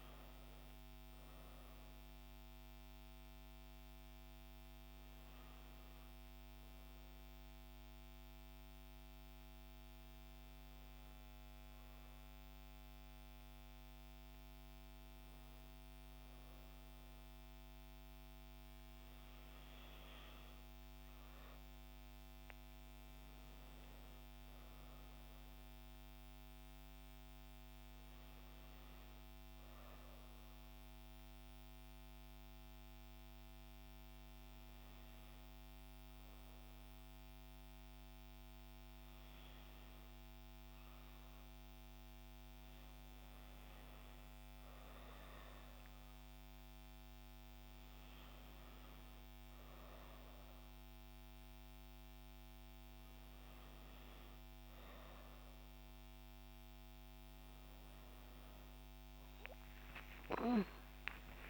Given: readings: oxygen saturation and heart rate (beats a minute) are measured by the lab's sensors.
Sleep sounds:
breathing in sleep, hard to hear, by a microphone on the trachea; none
60.00-61.50 s: arousal
From the record:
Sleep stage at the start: N2 (light sleep); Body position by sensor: on the back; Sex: female

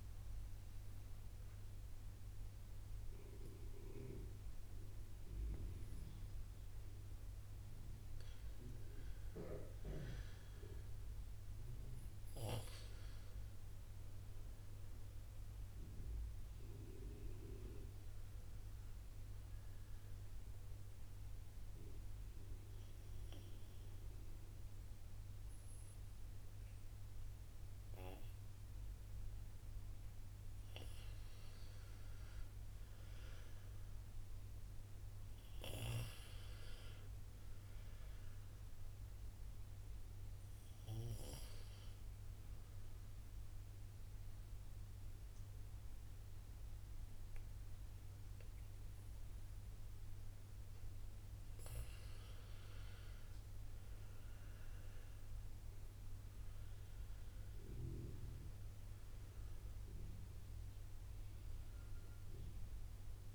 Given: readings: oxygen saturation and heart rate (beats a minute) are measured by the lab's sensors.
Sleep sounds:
breathing in sleep by a room microphone; 1
6.00-12.00 s: oxygen desaturation (device-marked, oxygen 91% before, 88% lowest, heart rate 59 before, 58 extreme)
12.00-17.00 s: arousal
20.00-35.00 s: oxygen desaturation (device-marked, oxygen 89% before, 86% lowest, heart rate 60 before, 58 extreme)
21.00-31.50 s: obstructive apnea (oxygen 92% before, 84% lowest, heart rate 60 before, 58 extreme, up 3 after)
35.00-38.50 s: arousal
40.00-56.00 s: oxygen desaturation (device-marked, oxygen 91% before, 86% lowest, heart rate 59 before, 56 extreme)
52.00-57.50 s: arousal
From the record:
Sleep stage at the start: N2 (light sleep); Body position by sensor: on the right side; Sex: female

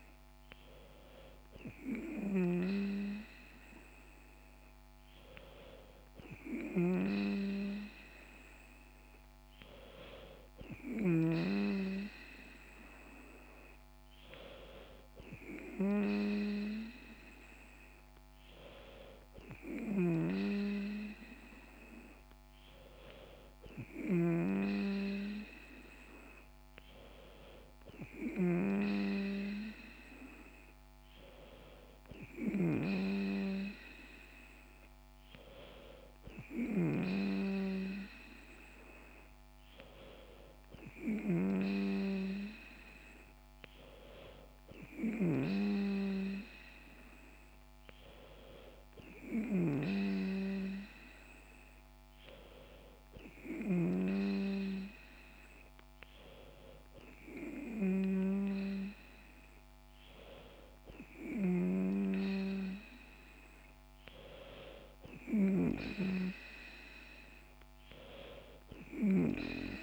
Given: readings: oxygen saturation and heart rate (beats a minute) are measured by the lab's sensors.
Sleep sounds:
breathing in sleep by a microphone on the trachea; none
none scored
From the record:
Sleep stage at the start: N2 (light sleep); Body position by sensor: on the back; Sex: female

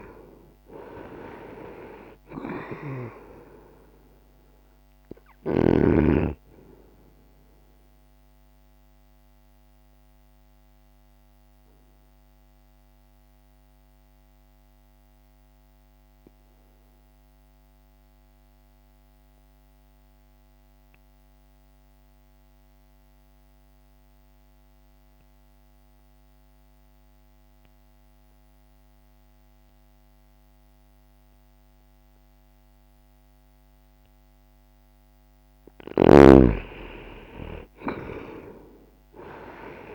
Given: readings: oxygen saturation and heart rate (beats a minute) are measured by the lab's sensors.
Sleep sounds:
breathing in sleep by a microphone on the trachea; 1
0.00-5.50 s: snoring (device-marked)
0.00-31.50 s: oxygen desaturation (device-marked, oxygen 84% lowest, heart rate 59 extreme)
7.50-34.50 s: obstructive apnea (oxygen 98% before, 84% lowest, heart rate 61 before, 59 extreme, up 6 after)
36.00-39.50 s: arousal
From the record:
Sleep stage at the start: N2 (light sleep); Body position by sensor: on the back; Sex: male

